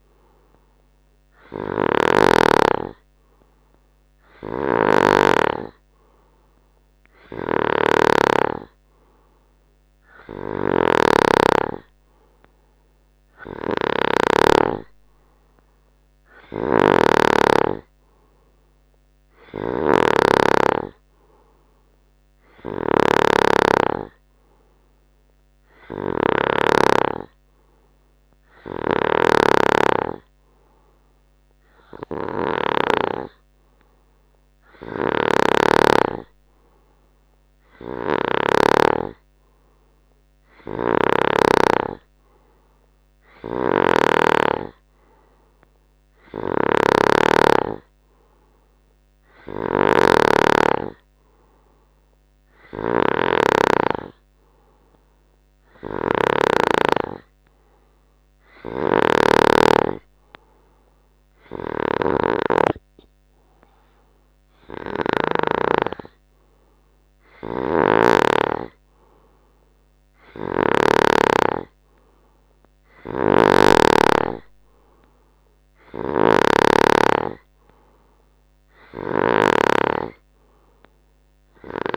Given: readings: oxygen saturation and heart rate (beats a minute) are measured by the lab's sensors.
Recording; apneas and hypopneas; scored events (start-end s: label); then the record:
breathing in sleep by a microphone on the trachea; none
0.00-2.50 s: snoring (device-marked)
4.50-14.50 s: snoring (device-marked)
16.50-33.00 s: snoring (device-marked)
35.00-39.00 s: snoring (device-marked)
43.50-65.50 s: snoring (device-marked)
67.50-71.00 s: snoring (device-marked)
73.00-81.96 s: snoring (device-marked)
From the record:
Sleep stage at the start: N2 (light sleep); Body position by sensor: on the right side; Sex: male